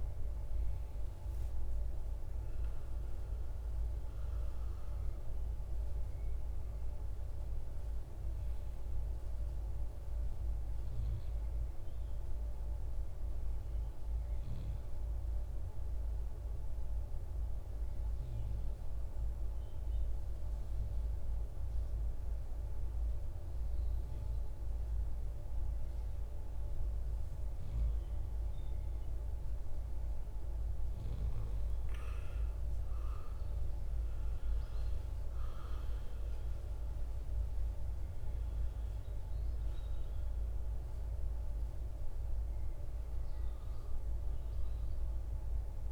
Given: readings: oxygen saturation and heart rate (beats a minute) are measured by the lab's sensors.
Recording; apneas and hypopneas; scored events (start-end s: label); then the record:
breathing in sleep, hard to hear, by a room microphone; 1
12.50-26.00 s: hypopnea (oxygen 99% before, 93% lowest, heart rate 57 before, 53 extreme, up 8 after)
28.00-32.00 s: arousal
From the record:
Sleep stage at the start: N2 (light sleep); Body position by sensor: on the right side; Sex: male